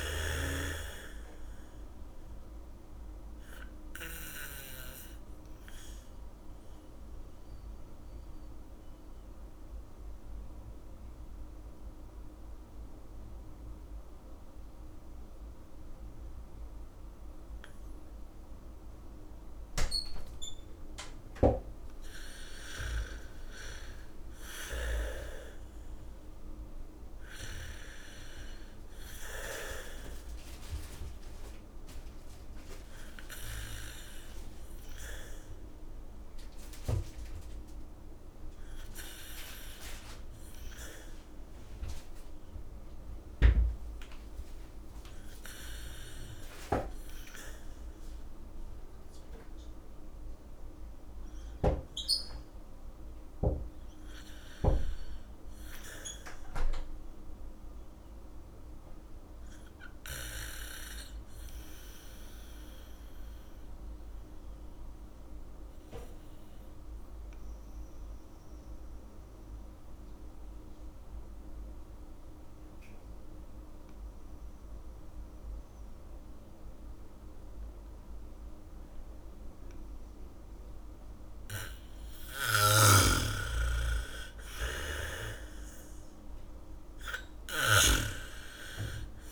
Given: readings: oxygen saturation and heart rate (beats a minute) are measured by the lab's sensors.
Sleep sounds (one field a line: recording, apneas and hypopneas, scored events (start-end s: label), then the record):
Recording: breathing in sleep by a room microphone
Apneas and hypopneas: 2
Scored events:
0.00-17.50 s: oxygen desaturation (device-marked, oxygen 77% lowest, heart rate 52 extreme)
4.00-20.50 s: mixed apnea (oxygen 99% before, 77% lowest, heart rate 65 before, 54 extreme)
21.50-25.50 s: bradycardia (device-marked, heart rate 73 before, 54 extreme)
22.50-26.50 s: arousal
29.50-41.50 s: oxygen desaturation (device-marked, oxygen 99% before, 88% lowest, heart rate 70 before, 67 extreme)
62.00-65.00 s: arousal
67.50-81.00 s: obstructive apnea (oxygen 99% before, 82% lowest, heart rate 72 before, 57 extreme)
68.50-89.32 s: oxygen desaturation (device-marked, oxygen 98% before, 82% lowest, heart rate 71 before, 48 extreme)
80.50-83.50 s: bradycardia (device-marked, heart rate 73 before, 61 extreme)
83.50-88.50 s: snoring (device-marked)
84.50-89.32 s: arousal
From the record:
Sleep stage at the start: N2 (light sleep)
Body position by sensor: on the back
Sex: female